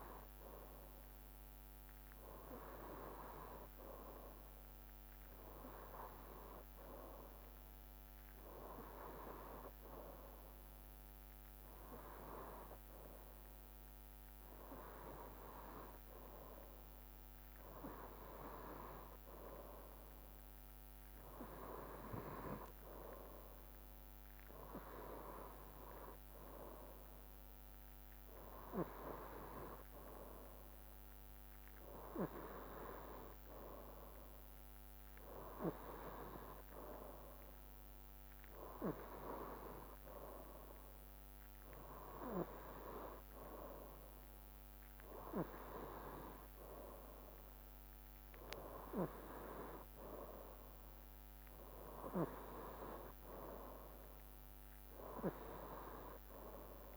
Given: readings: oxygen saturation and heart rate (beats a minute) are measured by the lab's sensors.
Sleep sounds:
breathing in sleep by a microphone on the trachea; none
0.00-9.50 s: drop in pulse transit time (device-marked, heart rate 63 extreme)
From the record:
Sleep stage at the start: N2 (light sleep); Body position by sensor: on the right side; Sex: male

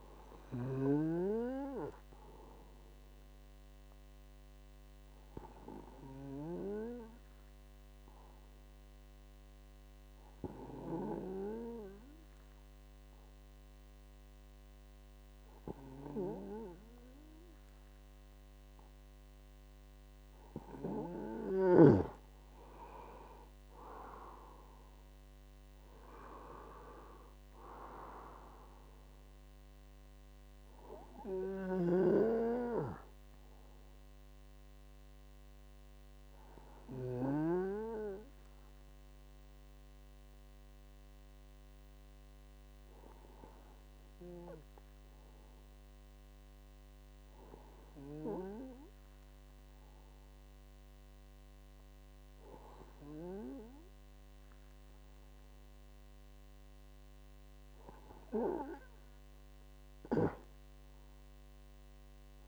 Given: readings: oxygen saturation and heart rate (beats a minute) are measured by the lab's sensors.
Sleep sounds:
breathing in sleep by a microphone on the trachea; 2
4.00-20.00 s: obstructive apnea (oxygen 98% before, 94% lowest, heart rate 62 before, 53 extreme, up 10 after)
23.00-26.50 s: arousal
26.50-47.50 s: oxygen desaturation (device-marked, oxygen 97% before, 94% lowest, heart rate 62 before, 52 extreme)
31.50-52.00 s: hypopnea (oxygen 97% before, 94% lowest, heart rate 65 before, 52 extreme, up 20 after)
53.50-57.50 s: arousal
From the record:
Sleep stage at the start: N2 (light sleep); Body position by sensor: on the right side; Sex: male

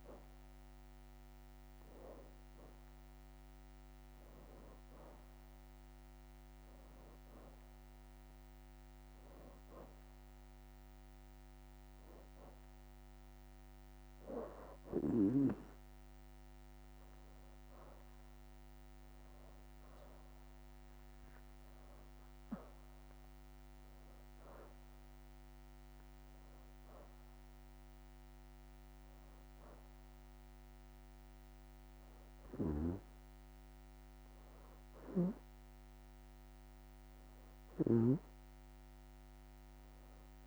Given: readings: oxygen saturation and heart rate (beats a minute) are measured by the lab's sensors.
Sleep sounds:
breathing in sleep by a microphone on the trachea; 1
1.50-6.00 s: leg movement (device-marked)
2.50-6.00 s: arousal
6.00-8.00 s: leg movement (device-marked)
8.00-18.50 s: hypopnea (oxygen 94% before, 88% lowest, heart rate 83 before, 81 extreme, up 16 after)
10.50-22.50 s: oxygen desaturation (device-marked, oxygen 93% before, 88% lowest, heart rate 83 before, 81 extreme)
21.00-25.00 s: arousal
24.50-36.50 s: oxygen desaturation (device-marked, oxygen 93% before, 90% lowest, heart rate 86 before, 81 extreme)
29.00-32.50 s: leg movement (device-marked)
39.00-40.47 s: leg movement (device-marked)
From the record:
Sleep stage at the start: N2 (light sleep); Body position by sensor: on the back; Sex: female

